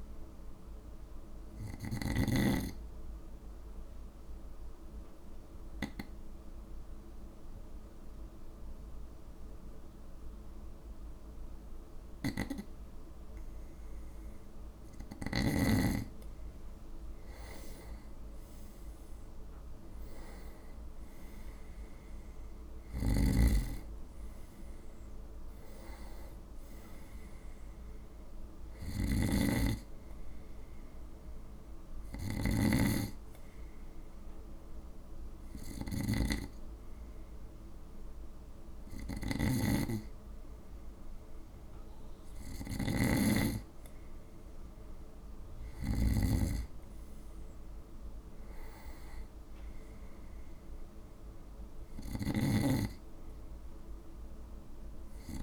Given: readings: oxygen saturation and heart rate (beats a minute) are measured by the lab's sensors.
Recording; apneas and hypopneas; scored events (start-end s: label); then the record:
breathing in sleep by a room microphone; 1
0.00-2.00 s: snoring (device-marked)
2.50-15.00 s: obstructive apnea (oxygen 96% before, 94% lowest, heart rate 56 before, 54 extreme, up 7 after)
20.00-23.50 s: arousal
29.00-46.00 s: snoring (device-marked)
50.50-54.50 s: arousal
52.00-55.43 s: snoring (device-marked)
From the record:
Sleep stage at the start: N2 (light sleep); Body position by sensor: on the right side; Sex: male